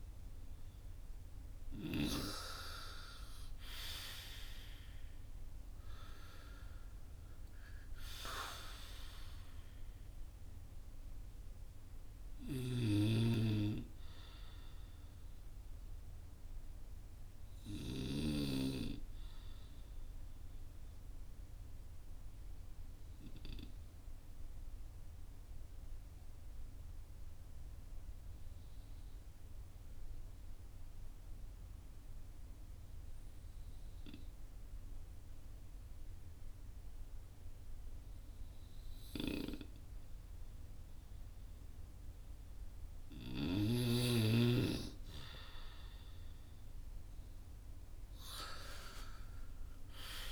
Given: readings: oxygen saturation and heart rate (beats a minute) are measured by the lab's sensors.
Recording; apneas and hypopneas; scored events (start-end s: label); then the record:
breathing in sleep by a room microphone; 1
0.00-2.50 s: arousal
16.00-41.00 s: obstructive apnea (oxygen 96% before, 92% lowest, heart rate 56 before, 47 extreme, up 8 after)
From the record:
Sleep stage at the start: N2 (light sleep); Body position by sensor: on the right side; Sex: male